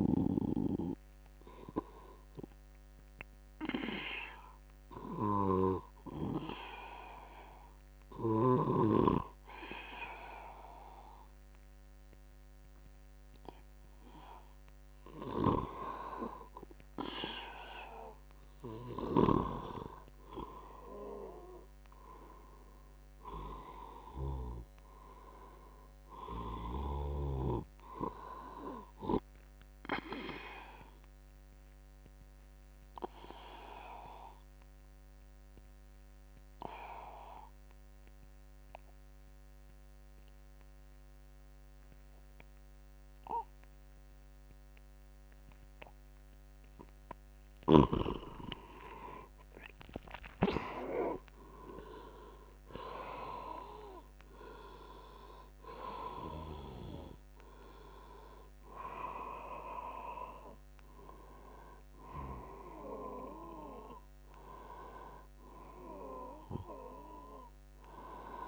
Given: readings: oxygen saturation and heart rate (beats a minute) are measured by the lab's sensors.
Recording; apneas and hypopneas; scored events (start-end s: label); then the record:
breathing in sleep by a microphone on the trachea; 2
0.00-4.50 s: oxygen desaturation (device-marked, oxygen 91% lowest, heart rate 73 extreme)
1.00-15.50 s: obstructive apnea (oxygen 98% before, 87% lowest, heart rate 82 before, 73 extreme, up 14 after)
17.50-20.00 s: arousal
20.50-37.50 s: oxygen desaturation (device-marked, oxygen 98% before, 94% lowest, heart rate 79 before, 74 extreme)
30.00-46.50 s: obstructive apnea (oxygen 98% before, 87% lowest, heart rate 81 before, 74 extreme, up 8 after)
45.50-68.48 s: oxygen desaturation (device-marked, oxygen 97% before, 87% lowest, heart rate 82 before, 74 extreme)
48.00-50.50 s: arousal
From the record:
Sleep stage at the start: N2 (light sleep); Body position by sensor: on the back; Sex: male